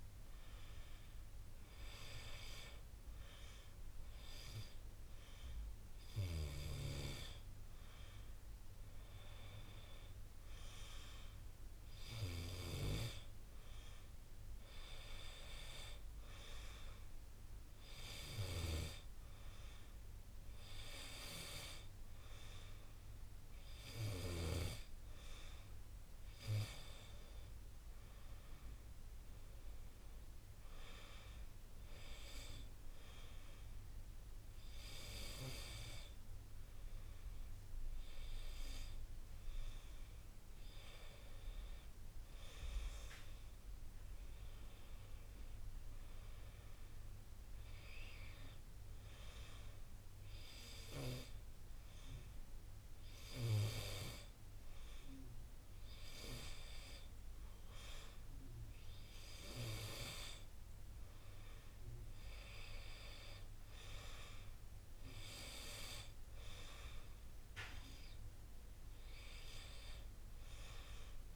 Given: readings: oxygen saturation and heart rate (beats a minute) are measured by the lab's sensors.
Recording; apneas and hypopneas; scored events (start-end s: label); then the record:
breathing in sleep by a room microphone; 2
0.50-11.00 s: hypopnea (oxygen 97% before, 91% lowest, heart rate 60 before, 57 extreme, up 5 after)
13.50-17.00 s: arousal
18.00-30.00 s: oxygen desaturation (device-marked, oxygen 94% before, 91% lowest, heart rate 59 before, 59 extreme)
48.00-59.00 s: hypopnea (oxygen 93% before, 91% lowest, heart rate 63 before, 57 extreme, up 11 after)
66.00-69.50 s: arousal
From the record:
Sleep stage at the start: N2 (light sleep); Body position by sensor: on the back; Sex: male